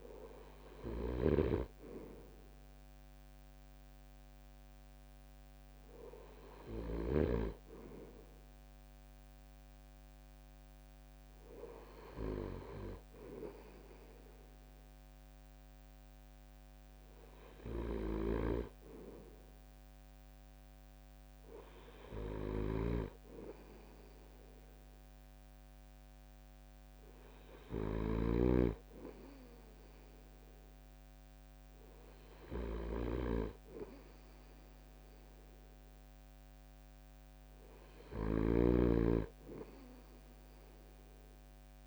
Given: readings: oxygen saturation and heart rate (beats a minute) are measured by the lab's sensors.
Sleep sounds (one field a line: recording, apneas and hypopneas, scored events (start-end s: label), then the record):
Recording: breathing in sleep by a microphone on the trachea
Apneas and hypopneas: none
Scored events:
0.50-7.00 s: snoring (device-marked)
17.00-41.87 s: snoring (device-marked)
From the record:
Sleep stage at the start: N2 (light sleep)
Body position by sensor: on the right side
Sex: male